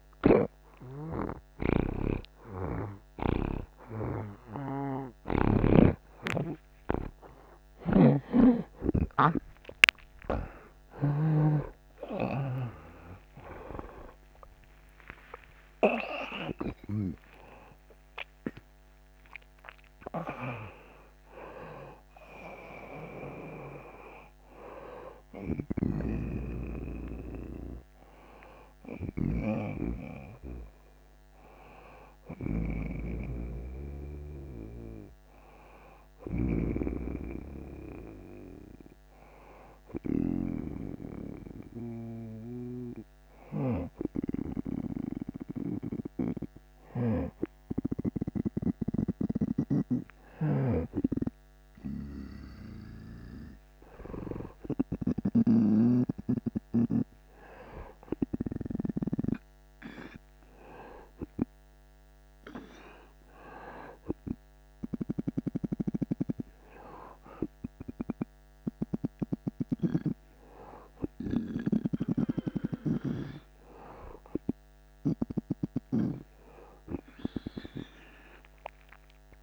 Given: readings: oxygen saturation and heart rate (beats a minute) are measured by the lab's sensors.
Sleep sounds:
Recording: a person partly awake in a sleep study, by a microphone on the trachea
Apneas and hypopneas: none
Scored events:
0.00-3.00 s: oxygen desaturation (device-marked, oxygen 81% lowest)
5.50-9.00 s: snoring (device-marked)
25.50-47.00 s: snoring (device-marked)
28.00-79.43 s: new sleep stage, N2 (light sleep)
49.00-55.00 s: snoring (device-marked)
54.00-72.00 s: oxygen desaturation (device-marked, oxygen 93% before, 89% lowest)
72.00-79.43 s: snoring (device-marked)
From the record:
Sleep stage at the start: awake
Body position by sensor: on the right side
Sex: male

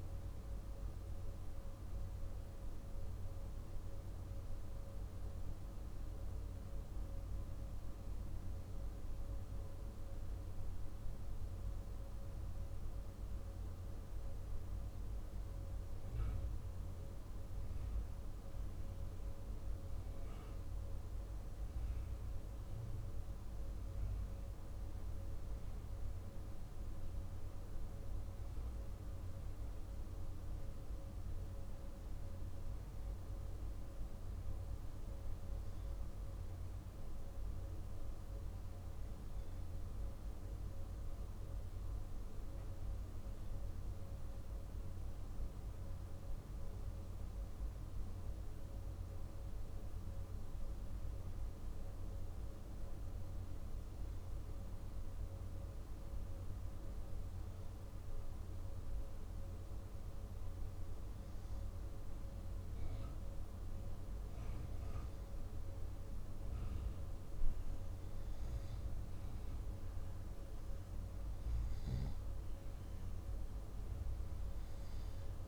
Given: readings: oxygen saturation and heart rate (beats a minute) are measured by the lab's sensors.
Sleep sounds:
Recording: breathing in sleep, hard to hear, by a room microphone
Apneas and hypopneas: none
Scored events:
none scored
From the record:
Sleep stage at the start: N2 (light sleep)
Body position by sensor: on the back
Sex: male

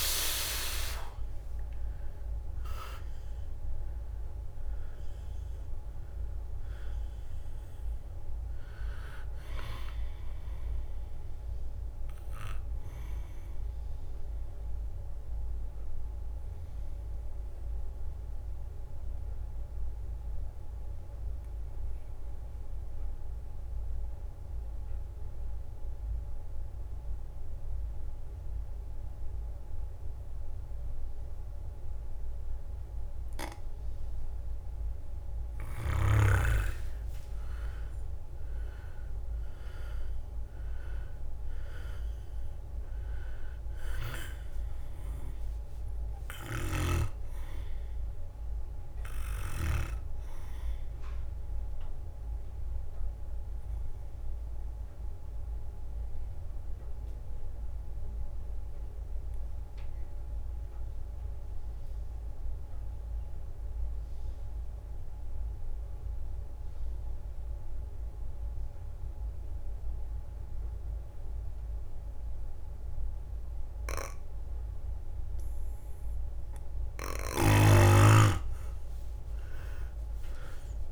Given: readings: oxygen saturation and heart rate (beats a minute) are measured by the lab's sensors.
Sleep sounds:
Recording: breathing in sleep by a room microphone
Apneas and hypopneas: 2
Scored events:
0.00-1.50 s: leg movement (device-marked)
0.00-7.50 s: oxygen desaturation (device-marked, oxygen 93% lowest, heart rate 60 extreme)
0.00-12.50 s: drop in pulse transit time (device-marked, heart rate 64 extreme)
13.50-35.00 s: obstructive apnea (oxygen 99% before, 90% lowest, heart rate 69 before, 58 extreme, up 7 after)
17.50-27.50 s: oxygen desaturation (device-marked, oxygen 94% before, 90% lowest, heart rate 69 before, 60 extreme)
36.00-40.00 s: arousal
36.50-51.50 s: drop in pulse transit time (device-marked, heart rate 63 before, 65 extreme)
37.00-40.50 s: leg movement (device-marked)
52.00-76.00 s: obstructive apnea (oxygen 100% before, 91% lowest, heart rate 67 before, 58 extreme, up 13 after)
78.00-80.92 s: arousal
79.50-80.92 s: drop in pulse transit time (device-marked, heart rate 61 before, 66 extreme)
79.50-80.92 s: leg movement (device-marked)
79.50-80.92 s: oxygen desaturation (device-marked, oxygen 99% before, 91% lowest, heart rate 61 before, 62 extreme)
From the record:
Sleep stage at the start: N2 (light sleep)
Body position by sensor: on the back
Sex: male

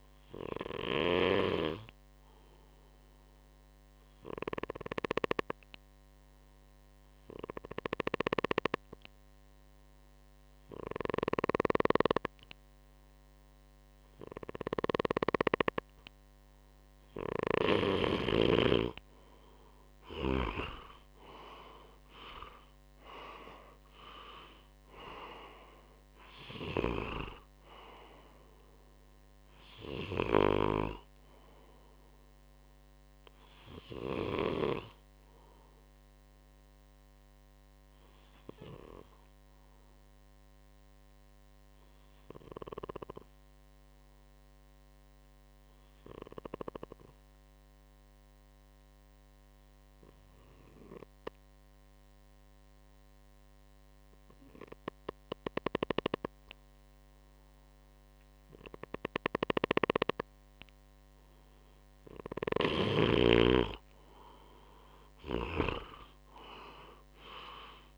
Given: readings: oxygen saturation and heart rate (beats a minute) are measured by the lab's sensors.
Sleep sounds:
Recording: breathing in sleep by a microphone on the trachea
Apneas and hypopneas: 2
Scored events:
1.50-16.50 s: obstructive apnea (oxygen 98% before, 92% lowest, heart rate 63 before, 60 extreme, up 8 after)
11.00-17.50 s: snoring (device-marked)
18.50-41.50 s: oxygen desaturation (device-marked, oxygen 96% before, 92% lowest, heart rate 61 before, 60 extreme)
21.00-25.50 s: arousal
38.00-60.50 s: obstructive apnea (oxygen 96% before, 93% lowest, heart rate 66 before, 58 extreme, up 5 after)
59.50-67.98 s: oxygen desaturation (device-marked, oxygen 98% before, 93% lowest, heart rate 62 before, 58 extreme)
64.50-67.98 s: arousal
From the record:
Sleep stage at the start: N2 (light sleep)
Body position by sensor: on the right side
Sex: male

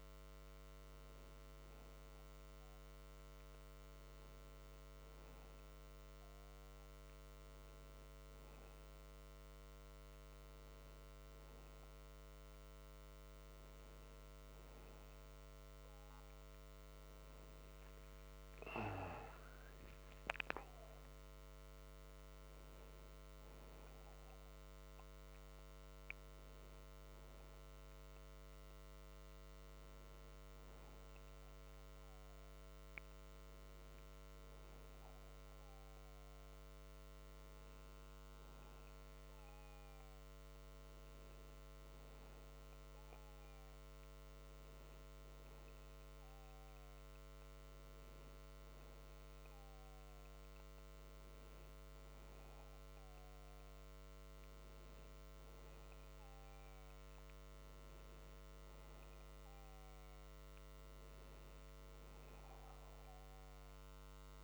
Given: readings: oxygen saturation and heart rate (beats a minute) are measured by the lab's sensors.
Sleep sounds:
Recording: breathing in sleep, hard to hear, by a microphone on the trachea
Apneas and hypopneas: none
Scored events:
none scored
From the record:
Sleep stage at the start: N1 (lightest sleep)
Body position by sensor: on the back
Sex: male

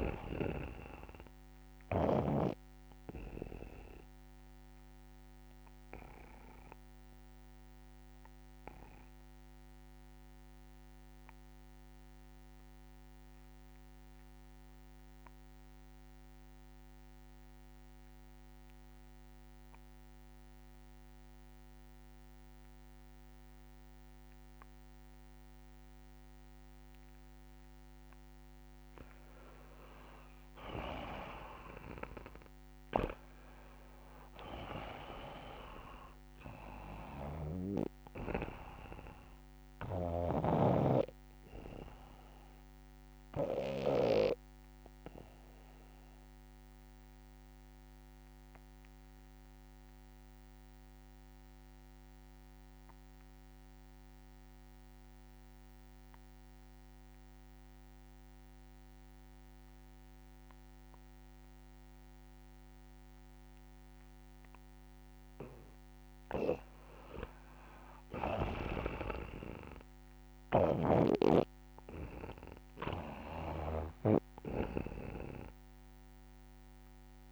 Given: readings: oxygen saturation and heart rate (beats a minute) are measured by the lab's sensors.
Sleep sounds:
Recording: breathing in sleep by a microphone on the trachea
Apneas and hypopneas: 2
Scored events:
0.00-2.50 s: snoring (device-marked)
0.00-12.50 s: oxygen desaturation (device-marked, oxygen 75% lowest, heart rate 66 extreme)
2.50-28.50 s: mixed apnea (oxygen 98% before, 75% lowest, heart rate 76 before, 66 extreme, up 7 after)
29.50-52.50 s: oxygen desaturation (device-marked, oxygen 98% before, 82% lowest, heart rate 69 before, 68 extreme)
30.50-34.00 s: arousal
37.00-40.50 s: snoring (device-marked)
43.00-65.00 s: obstructive apnea (oxygen 99% before, 79% lowest, heart rate 73 before, 68 extreme, up 7 after)
63.50-77.32 s: oxygen desaturation (device-marked, oxygen 98% before, 83% lowest, heart rate 74 before, 67 extreme)
67.00-70.00 s: arousal
From the record:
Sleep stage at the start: N2 (light sleep)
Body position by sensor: on the back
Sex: male

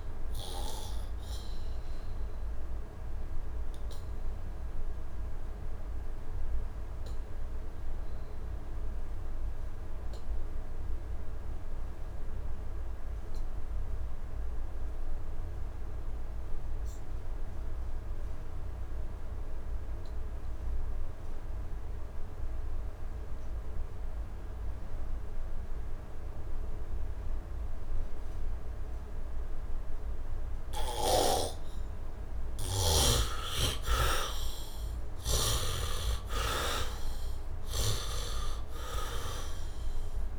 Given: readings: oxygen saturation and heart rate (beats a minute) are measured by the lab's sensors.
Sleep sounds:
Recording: breathing in sleep by a room microphone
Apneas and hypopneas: 1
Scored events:
0.00-21.50 s: oxygen desaturation (device-marked, oxygen 69% lowest, heart rate 70 extreme)
1.50-31.50 s: obstructive apnea (oxygen 98% before, 65% lowest, heart rate 81 before, 70 extreme, up 8 after)
23.50-40.39 s: oxygen desaturation (device-marked, oxygen 98% before, 65% lowest, heart rate 73 before, 67 extreme)
30.50-35.50 s: snoring (device-marked)
33.50-38.00 s: arousal
From the record:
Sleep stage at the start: N2 (light sleep)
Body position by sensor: on the back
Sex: male

